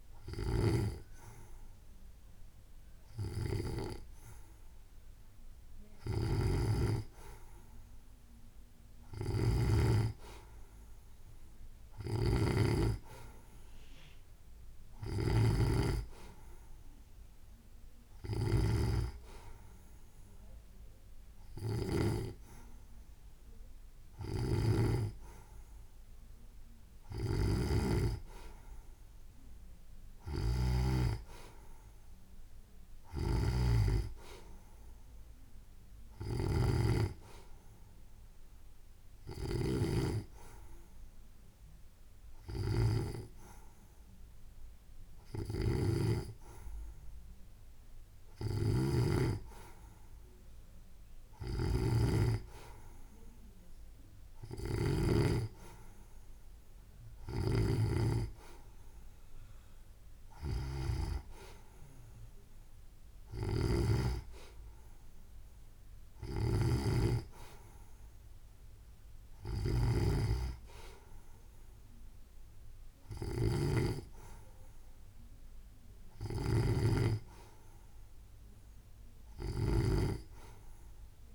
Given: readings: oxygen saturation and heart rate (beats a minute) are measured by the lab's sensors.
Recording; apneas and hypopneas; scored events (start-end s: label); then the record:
breathing in sleep by a room microphone; none
none scored
From the record:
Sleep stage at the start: N2 (light sleep); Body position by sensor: on the right side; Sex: female